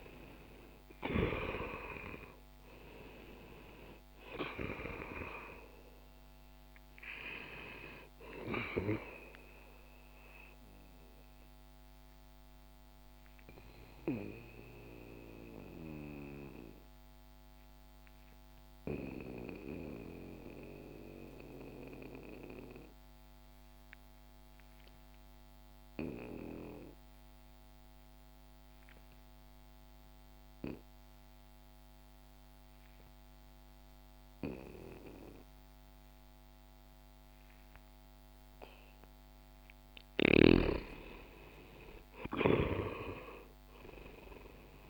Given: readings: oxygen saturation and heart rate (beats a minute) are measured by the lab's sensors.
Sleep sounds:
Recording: breathing in sleep by a microphone on the trachea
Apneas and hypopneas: 1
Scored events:
0.00-2.50 s: arousal
9.50-39.00 s: obstructive apnea (oxygen 96% before, 88% lowest, heart rate 60 before, 60 extreme, up 2 after)
22.00-33.00 s: oxygen desaturation (device-marked, oxygen 94% before, 88% lowest, heart rate 60 before, 60 extreme)
40.00-44.90 s: oxygen desaturation (device-marked, oxygen 97% before, 89% lowest, heart rate 62 before, 60 extreme)
42.50-44.90 s: arousal
From the record:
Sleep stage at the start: N2 (light sleep)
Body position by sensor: on the back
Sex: male

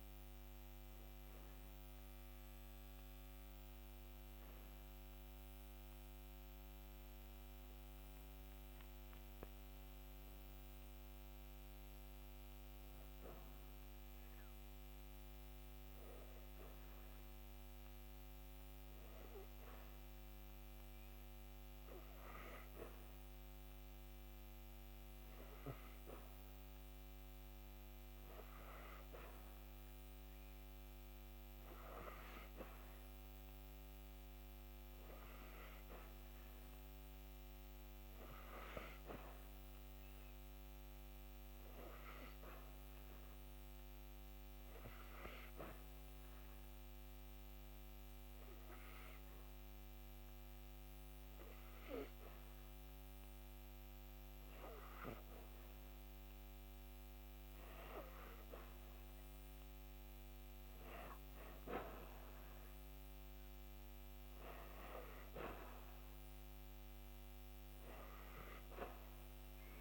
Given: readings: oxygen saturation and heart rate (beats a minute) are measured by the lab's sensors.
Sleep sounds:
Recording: breathing in sleep by a microphone on the trachea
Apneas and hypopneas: 2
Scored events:
8.50-11.00 s: arousal
14.00-24.50 s: hypopnea (oxygen 98% before, 93% lowest)
25.00-28.50 s: arousal
42.00-56.00 s: hypopnea (oxygen 98% before, 92% lowest)
45.00-54.00 s: oxygen desaturation (device-marked, oxygen 99% before, 94% lowest)
57.50-61.00 s: arousal
66.00-69.81 s: oxygen desaturation (device-marked, oxygen 96% before, 92% lowest)
From the record:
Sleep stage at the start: N2 (light sleep)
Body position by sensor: on the back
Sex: female

